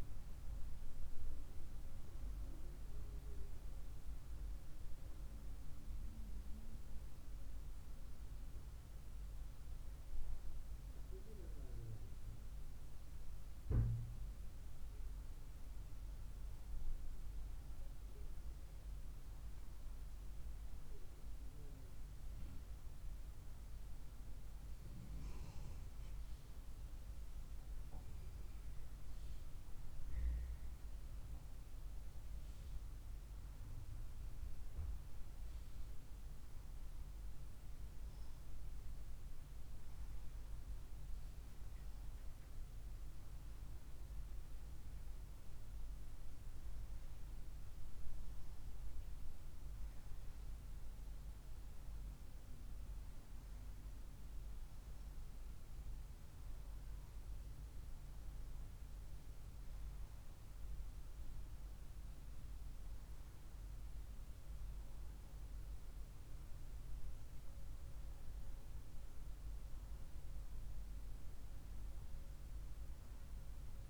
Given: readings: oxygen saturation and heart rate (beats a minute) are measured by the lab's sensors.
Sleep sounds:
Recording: breathing in sleep, hard to hear, by a room microphone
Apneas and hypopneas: none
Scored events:
none scored
From the record:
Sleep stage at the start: N1 (lightest sleep)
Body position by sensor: on the right side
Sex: female

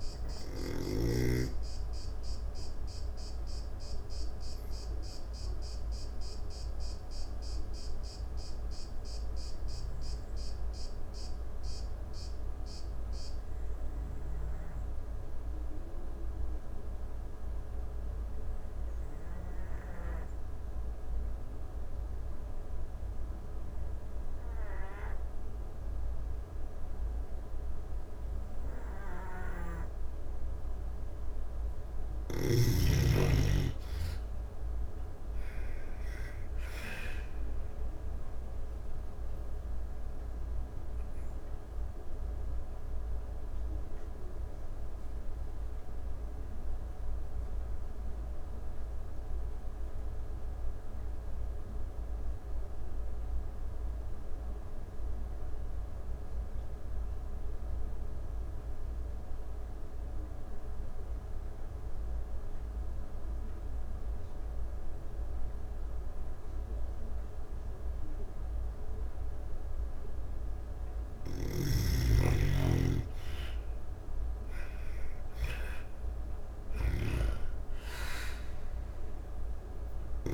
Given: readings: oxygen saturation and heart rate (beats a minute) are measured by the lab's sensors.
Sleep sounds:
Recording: breathing in sleep by a room microphone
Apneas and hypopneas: 2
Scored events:
0.00-17.00 s: oxygen desaturation (device-marked, oxygen 85% lowest, heart rate 40 extreme)
2.00-29.50 s: obstructive apnea (oxygen 98% before, 79% lowest, heart rate 72 before, 52 extreme)
25.00-64.00 s: oxygen desaturation (device-marked, oxygen 98% before, 82% lowest)
32.00-35.00 s: arousal
38.50-67.00 s: obstructive apnea (oxygen 98% before, 79% lowest)
70.00-80.34 s: snoring (device-marked)
71.00-75.00 s: arousal
75.00-80.34 s: oxygen desaturation (device-marked, oxygen 97% before, 79% lowest)
From the record:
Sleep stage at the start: N2 (light sleep)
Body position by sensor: on the back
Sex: female

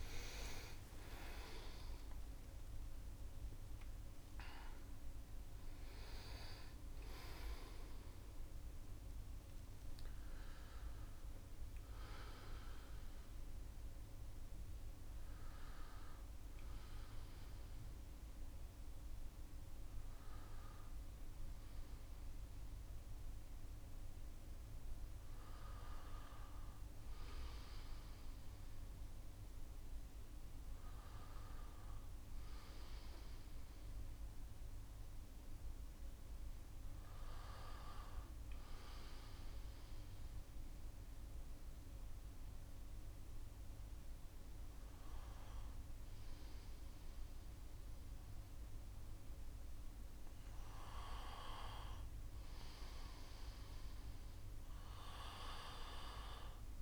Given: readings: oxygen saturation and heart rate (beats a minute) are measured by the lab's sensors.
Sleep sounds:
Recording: breathing in sleep by a room microphone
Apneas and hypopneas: 1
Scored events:
0.00-7.50 s: oxygen desaturation (device-marked, oxygen 85% lowest, heart rate 59 extreme)
32.50-36.50 s: arousal
35.50-41.50 s: oxygen desaturation (device-marked, oxygen 96% before, 93% lowest, heart rate 70 before, 65 extreme)
39.50-51.00 s: mixed apnea (oxygen 98% before, 90% lowest, heart rate 70 before, 65 extreme, up 3 after)
51.50-56.82 s: oxygen desaturation (device-marked, oxygen 94% before, 90% lowest, heart rate 68 before, 65 extreme)
52.50-55.50 s: arousal
55.50-56.82 s: new sleep stage, N2 (light sleep)
From the record:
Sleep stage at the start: N1 (lightest sleep)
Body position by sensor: on the right side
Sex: male

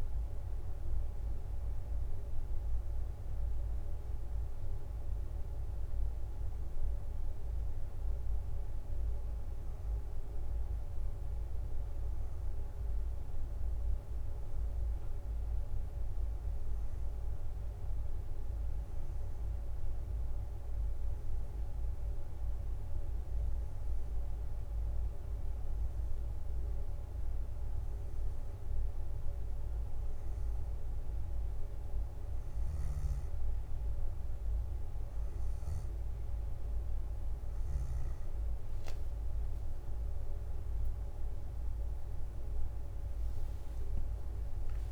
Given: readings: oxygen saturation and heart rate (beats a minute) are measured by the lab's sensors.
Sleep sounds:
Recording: breathing in sleep, hard to hear, by a room microphone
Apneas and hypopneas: 1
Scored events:
0.00-2.50 s: arousal
16.00-28.00 s: hypopnea (oxygen 89% before, 89% lowest, heart rate 73 before, 64 extreme, up 2 after)
29.50-32.50 s: arousal
From the record:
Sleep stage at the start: N2 (light sleep)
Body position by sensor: on the back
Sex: female

